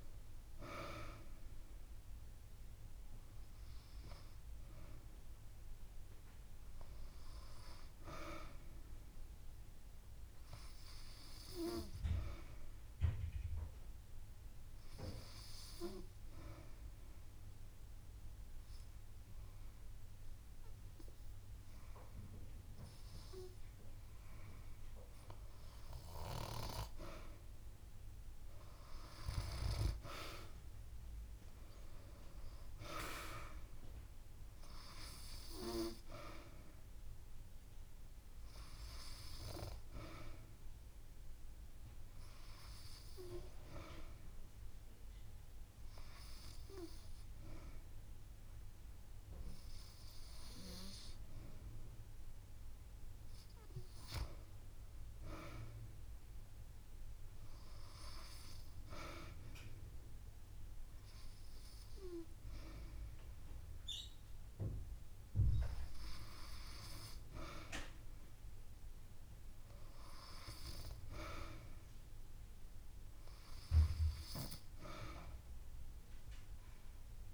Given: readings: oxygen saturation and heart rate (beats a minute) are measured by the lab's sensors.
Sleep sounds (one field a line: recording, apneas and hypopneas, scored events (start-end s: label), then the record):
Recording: breathing in sleep by a room microphone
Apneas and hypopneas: 2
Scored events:
13.00-26.00 s: obstructive apnea (oxygen 96% before, 92% lowest)
15.50-20.50 s: drop in pulse transit time (device-marked)
29.50-33.00 s: arousal
30.50-53.50 s: oxygen desaturation (device-marked, oxygen 96% before, 92% lowest)
39.50-41.50 s: long interval between heartbeats (device-marked)
42.00-53.50 s: hypopnea (oxygen 96% before, 92% lowest)
45.00-47.00 s: long interval between heartbeats (device-marked)
55.50-58.50 s: arousal
From the record:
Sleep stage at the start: N2 (light sleep)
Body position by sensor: on the back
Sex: female